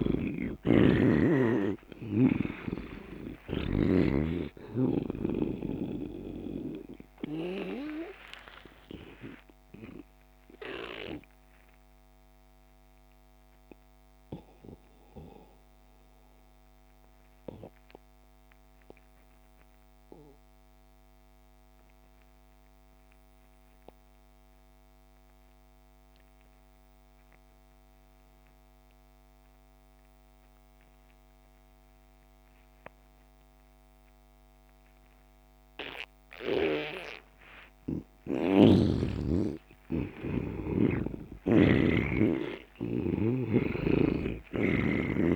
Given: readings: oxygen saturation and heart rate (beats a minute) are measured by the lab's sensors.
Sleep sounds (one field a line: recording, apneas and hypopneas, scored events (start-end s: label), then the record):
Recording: breathing in sleep by a microphone on the trachea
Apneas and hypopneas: 1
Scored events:
0.00-19.50 s: oxygen desaturation (device-marked, oxygen 87% lowest)
0.50-4.00 s: snoring (device-marked)
10.50-38.50 s: obstructive apnea (oxygen 99% before, 81% lowest)
34.50-45.36 s: oxygen desaturation (device-marked, oxygen 98% before, 81% lowest)
39.50-44.00 s: arousal
41.00-44.50 s: snoring (device-marked)
From the record:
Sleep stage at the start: N2 (light sleep)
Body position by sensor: on the back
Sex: male